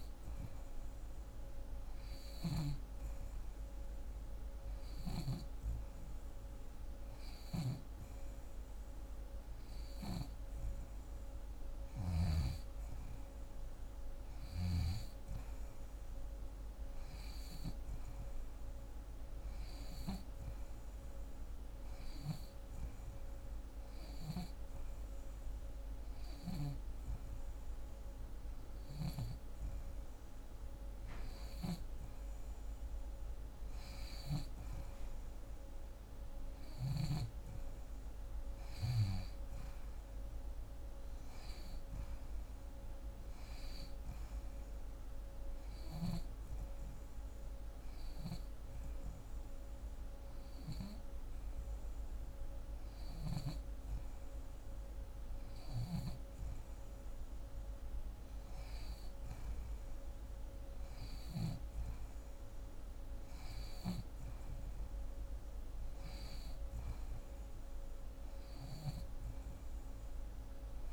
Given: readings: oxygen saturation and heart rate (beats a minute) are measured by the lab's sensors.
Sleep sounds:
breathing in sleep by a room microphone; 1
1.50-5.00 s: snoring (device-marked)
7.00-12.00 s: snoring (device-marked)
33.50-37.00 s: snoring (device-marked)
45.00-55.00 s: hypopnea (oxygen 88% before, 87% lowest, heart rate 121 before, 103 extreme)
55.00-61.00 s: snoring (device-marked)
57.50-61.00 s: arousal
From the record:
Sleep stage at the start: N2 (light sleep); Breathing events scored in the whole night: 128 in 6.0 hours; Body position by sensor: on the back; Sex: female

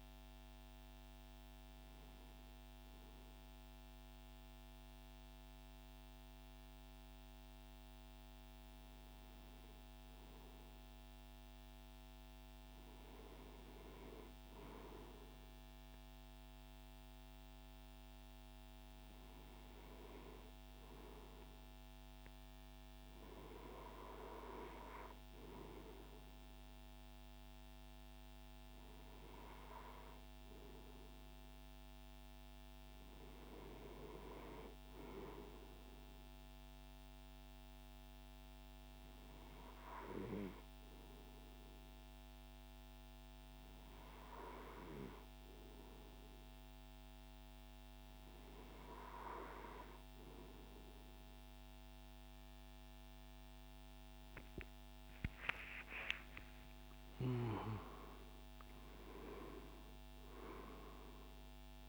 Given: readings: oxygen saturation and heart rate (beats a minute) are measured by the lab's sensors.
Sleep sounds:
breathing in sleep by a microphone on the trachea; 1
31.50-35.50 s: arousal
39.00-54.00 s: obstructive apnea (oxygen 96% before, 94% lowest, heart rate 165 before, 69 extreme, up 28 after)
55.50-61.89 s: arousal
From the record:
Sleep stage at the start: N2 (light sleep); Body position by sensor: on the right side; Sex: male

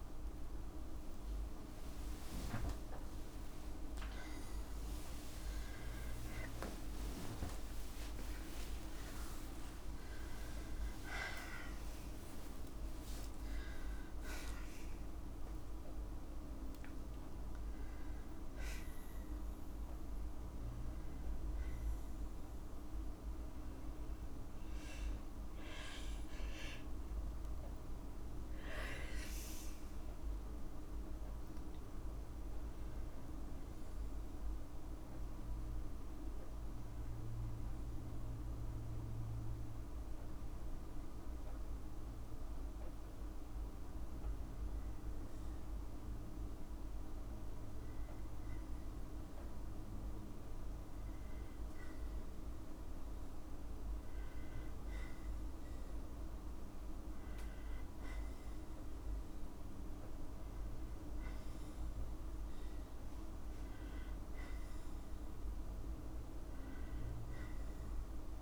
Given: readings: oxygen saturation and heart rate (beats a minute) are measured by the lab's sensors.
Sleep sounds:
a person awake in a sleep study, hard to hear, by a room microphone; 1
2.00-4.00 s: long interval between heartbeats (device-marked, heart rate 72 before, 66 extreme)
7.50-9.50 s: long interval between heartbeats (device-marked, heart rate 73 before, 82 extreme)
34.00-48.00 s: obstructive apnea (oxygen 98% before, 93% lowest, heart rate 63 before, 55 extreme, up 1 after)
36.00-68.42 s: new sleep stage, N2 (light sleep)
50.50-54.00 s: arousal
From the record:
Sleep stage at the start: awake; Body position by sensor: on the right side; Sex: female

